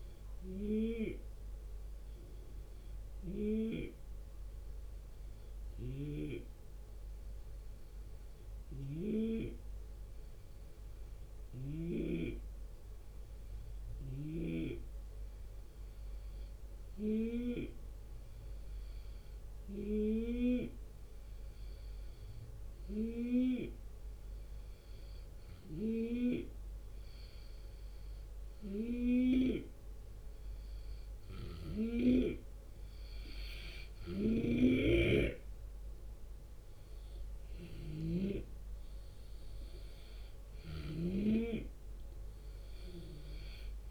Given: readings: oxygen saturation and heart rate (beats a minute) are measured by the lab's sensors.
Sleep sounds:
breathing in sleep by a room microphone; 1
0.00-9.00 s: oxygen desaturation (device-marked, oxygen 88% lowest)
1.00-28.50 s: hypopnea (oxygen 92% before, 88% lowest)
5.00-11.50 s: snoring (device-marked)
13.50-29.00 s: snoring (device-marked)
33.50-39.50 s: arousal
33.50-43.91 s: snoring (device-marked)
From the record:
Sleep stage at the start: N2 (light sleep); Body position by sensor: on the left side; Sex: male

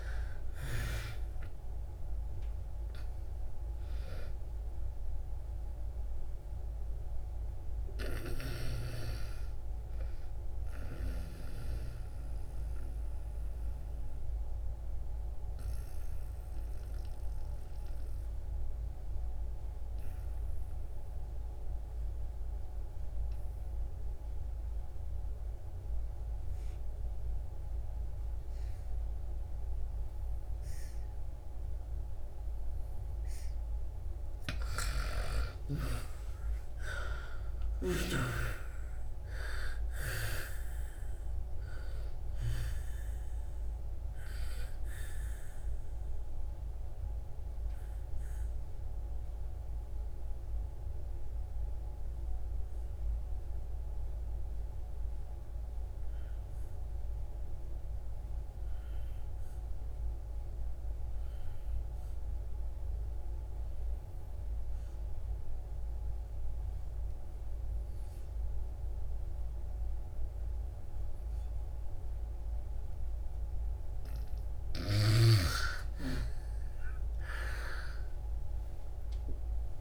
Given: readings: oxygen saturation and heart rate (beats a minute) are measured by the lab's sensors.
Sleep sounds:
breathing in sleep by a room microphone; 2
0.00-2.00 s: arousal
0.00-25.00 s: oxygen desaturation (device-marked, oxygen 77% lowest, heart rate 57 extreme)
12.00-32.50 s: obstructive apnea (oxygen 98% before, 77% lowest, heart rate 67 before, 56 extreme, up 32 after)
27.00-61.00 s: oxygen desaturation (device-marked, oxygen 99% before, 78% lowest, heart rate 61 before, 56 extreme)
35.00-40.00 s: arousal
45.00-73.50 s: obstructive apnea (oxygen 99% before, 77% lowest, heart rate 76 before, 56 extreme, up 8 after)
66.00-79.81 s: oxygen desaturation (device-marked, oxygen 98% before, 77% lowest, heart rate 61 before, 58 extreme)
74.50-79.81 s: snoring (device-marked)
76.50-79.81 s: arousal
From the record:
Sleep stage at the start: N2 (light sleep); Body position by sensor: on the back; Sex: female

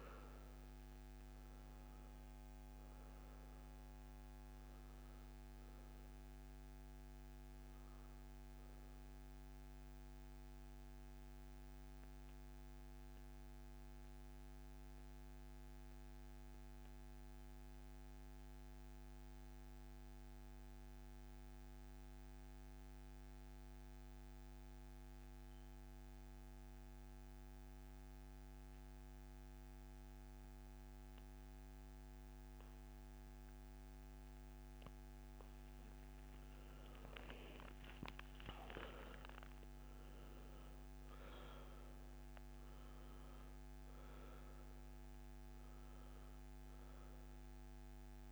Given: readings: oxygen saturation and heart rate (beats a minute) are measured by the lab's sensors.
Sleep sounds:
breathing in sleep, hard to hear, by a microphone on the trachea; 1
0.00-15.50 s: oxygen desaturation (device-marked, oxygen 81% lowest, heart rate 64 extreme)
9.50-34.50 s: mixed apnea (oxygen 99% before, 80% lowest, heart rate 74 before, 64 extreme, up 13 after)
30.50-48.32 s: oxygen desaturation (device-marked, oxygen 99% before, 80% lowest, heart rate 67 before, 63 extreme)
37.00-40.00 s: arousal
From the record:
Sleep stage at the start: N2 (light sleep); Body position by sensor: on the back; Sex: male

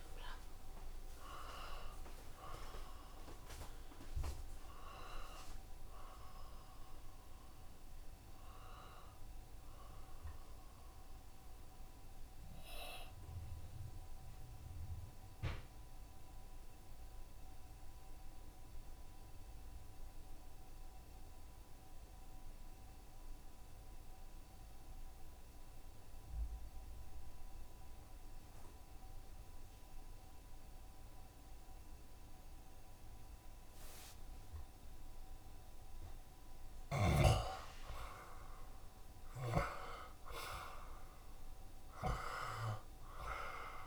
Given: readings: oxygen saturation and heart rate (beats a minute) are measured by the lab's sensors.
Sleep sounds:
breathing in sleep by a room microphone; 1
0.00-22.50 s: oxygen desaturation (device-marked, oxygen 80% lowest, heart rate 62 extreme)
12.50-35.00 s: obstructive apnea (oxygen 93% before, 71% lowest, heart rate 72 before, 62 extreme, up 40 after)
26.00-28.00 s: long interval between heartbeats (device-marked, heart rate 70 before, 77 extreme)
28.50-43.86 s: oxygen desaturation (device-marked, oxygen 88% before, 71% lowest, heart rate 70 before, 66 extreme)
37.50-43.00 s: arousal
39.50-41.50 s: long interval between heartbeats (device-marked, heart rate 71 before, 82 extreme)
39.50-43.86 s: tachycardia (device-marked, heart rate 79 before, 119 extreme)
42.00-43.86 s: long interval between heartbeats (device-marked, heart rate 72 before, 98 extreme)
From the record:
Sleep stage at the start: N2 (light sleep); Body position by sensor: on the back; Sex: male

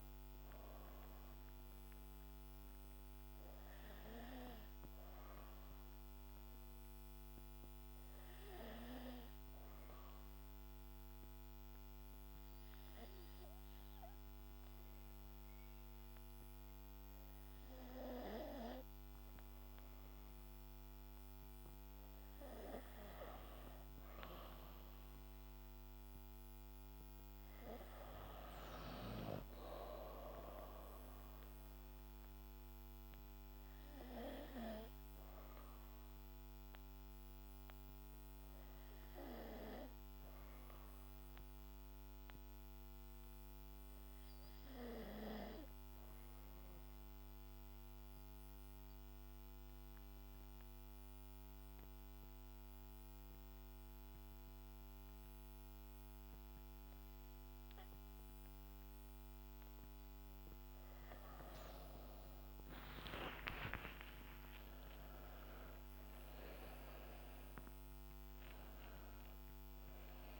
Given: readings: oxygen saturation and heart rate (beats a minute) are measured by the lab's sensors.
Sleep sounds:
breathing in sleep by a microphone on the trachea; 2
0.00-11.00 s: oxygen desaturation (device-marked, oxygen 94% lowest, heart rate 57 extreme)
5.00-22.00 s: obstructive apnea (oxygen 97% before, 87% lowest, heart rate 76 before, 57 extreme, up 9 after)
23.50-28.00 s: arousal
26.00-48.00 s: oxygen desaturation (device-marked, oxygen 98% before, 92% lowest, heart rate 61 before, 52 extreme)
35.50-59.00 s: obstructive apnea (oxygen 98% before, 87% lowest, heart rate 63 before, 52 extreme, up 21 after)
58.00-70.40 s: oxygen desaturation (device-marked, oxygen 99% before, 87% lowest, heart rate 62 before, 60 extreme)
61.00-65.00 s: arousal
From the record:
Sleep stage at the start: N2 (light sleep); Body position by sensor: on the back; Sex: female

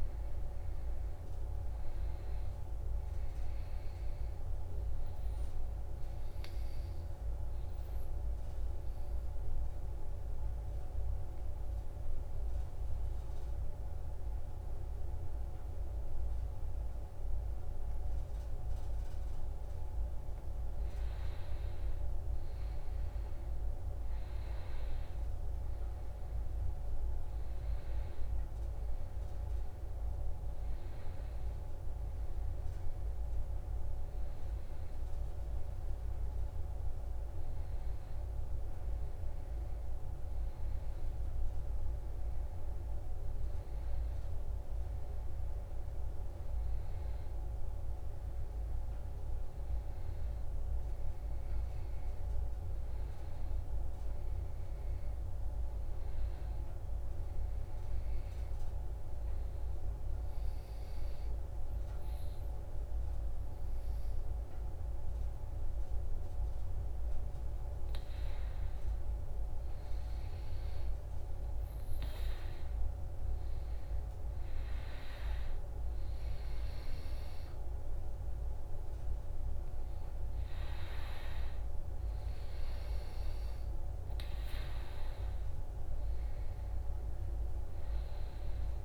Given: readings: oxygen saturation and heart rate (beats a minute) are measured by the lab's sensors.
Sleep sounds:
breathing in sleep, hard to hear, by a room microphone; 2
0.00-10.00 s: oxygen desaturation (device-marked, oxygen 90% lowest, heart rate 62 extreme)
5.00-19.00 s: obstructive apnea (oxygen 96% before, 90% lowest, heart rate 69 before, 62 extreme, up 8 after)
21.00-24.50 s: arousal
25.00-45.00 s: oxygen desaturation (device-marked, oxygen 96% before, 90% lowest, heart rate 66 before, 66 extreme)
51.00-54.50 s: arousal
57.00-68.50 s: obstructive apnea (oxygen 96% before, 92% lowest, heart rate 71 before, 66 extreme, up 3 after)
71.00-75.00 s: arousal
77.00-88.85 s: oxygen desaturation (device-marked, oxygen 96% before, 92% lowest, heart rate 69 before, 67 extreme)
From the record:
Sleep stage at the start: N2 (light sleep); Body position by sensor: on the back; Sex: male

